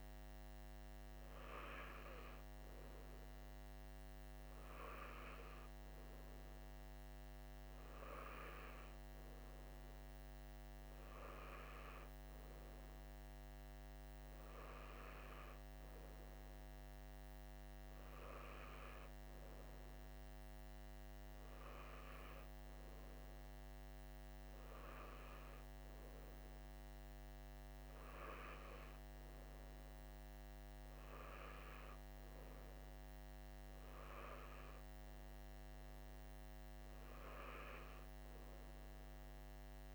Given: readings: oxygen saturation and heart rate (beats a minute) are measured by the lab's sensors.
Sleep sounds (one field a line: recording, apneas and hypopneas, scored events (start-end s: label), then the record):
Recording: breathing in sleep by a microphone on the trachea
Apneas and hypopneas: none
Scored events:
none scored
From the record:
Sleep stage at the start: N3 (deep sleep)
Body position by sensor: on the right side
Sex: male